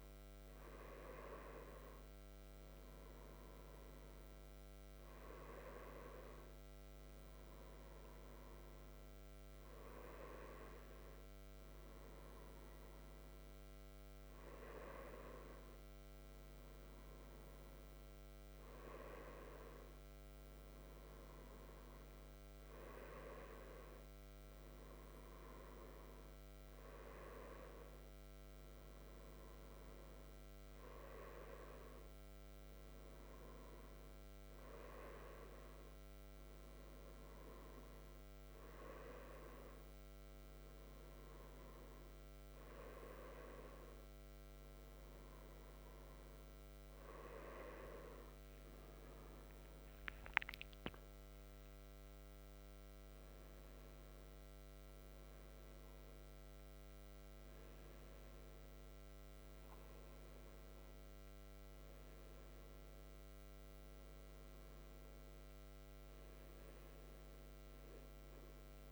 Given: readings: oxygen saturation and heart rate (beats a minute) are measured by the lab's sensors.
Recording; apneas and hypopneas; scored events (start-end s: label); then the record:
a person partly awake in a sleep study, by a microphone on the trachea; none
18.50-68.92 s: new sleep stage, N1 (lightest sleep)
From the record:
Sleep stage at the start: awake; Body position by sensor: on the right side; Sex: male